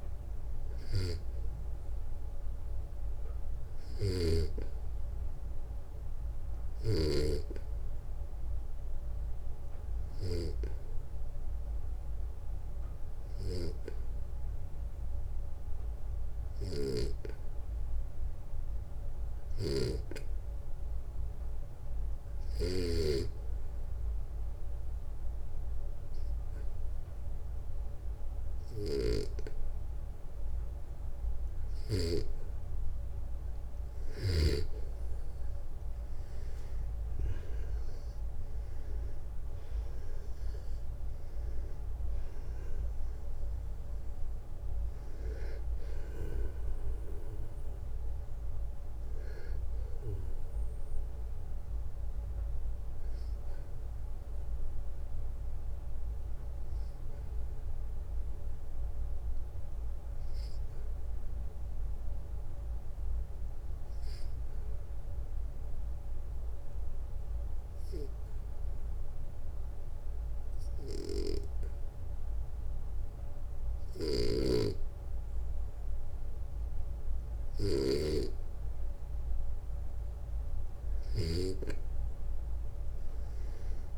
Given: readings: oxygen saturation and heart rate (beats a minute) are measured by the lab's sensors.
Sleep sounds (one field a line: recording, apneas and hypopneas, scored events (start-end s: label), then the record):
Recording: breathing in sleep by a room microphone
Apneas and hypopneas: 2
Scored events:
0.00-19.50 s: snoring (device-marked)
10.00-30.00 s: obstructive apnea (oxygen 98% before, 91% lowest, heart rate 60 before, 59 extreme, up 3 after)
28.00-31.50 s: snoring (device-marked)
34.50-54.50 s: oxygen desaturation (device-marked, oxygen 95% before, 92% lowest, heart rate 61 before, 58 extreme)
36.50-41.50 s: arousal
55.00-79.00 s: obstructive apnea (oxygen 95% before, 91% lowest, heart rate 64 before, 56 extreme, up 2 after)
73.00-80.50 s: snoring (device-marked)
From the record:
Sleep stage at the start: N2 (light sleep)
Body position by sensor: on the back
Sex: male